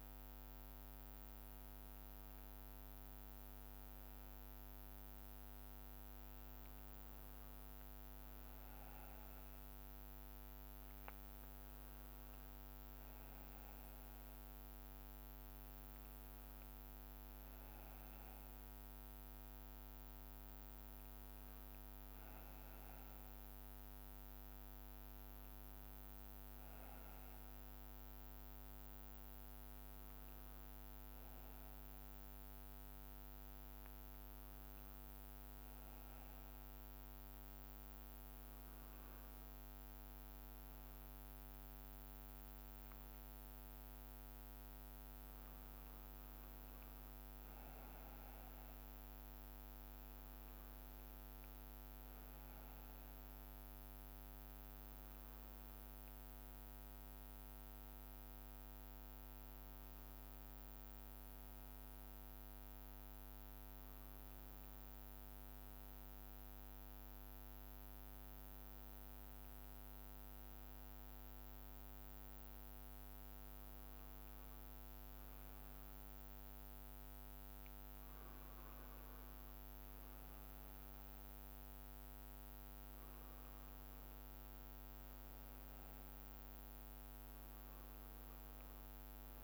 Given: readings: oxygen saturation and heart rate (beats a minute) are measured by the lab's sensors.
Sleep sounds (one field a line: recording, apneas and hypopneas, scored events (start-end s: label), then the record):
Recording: breathing in sleep, hard to hear, by a microphone on the trachea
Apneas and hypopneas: 1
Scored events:
0.00-1.00 s: drop in pulse transit time (device-marked)
0.00-89.44 s: bradycardia (device-marked)
6.00-8.00 s: long interval between heartbeats (device-marked)
11.50-13.50 s: long interval between heartbeats (device-marked)
16.00-89.44 s: new sleep stage, N2 (light sleep)
21.00-23.00 s: long interval between heartbeats (device-marked)
22.00-32.00 s: drop in pulse transit time (device-marked)
27.50-29.50 s: long interval between heartbeats (device-marked)
29.50-31.50 s: long interval between heartbeats (device-marked)
43.00-45.00 s: long interval between heartbeats (device-marked)
54.00-58.50 s: arousal
61.00-81.00 s: hypopnea (oxygen 92% before, 90% lowest)
64.00-66.00 s: long interval between heartbeats (device-marked)
80.00-89.44 s: drop in pulse transit time (device-marked)
83.00-85.00 s: long interval between heartbeats (device-marked)
85.00-89.44 s: arousal
86.50-88.50 s: long interval between heartbeats (device-marked)
From the record:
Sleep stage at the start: N1 (lightest sleep)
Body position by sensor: on the right side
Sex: male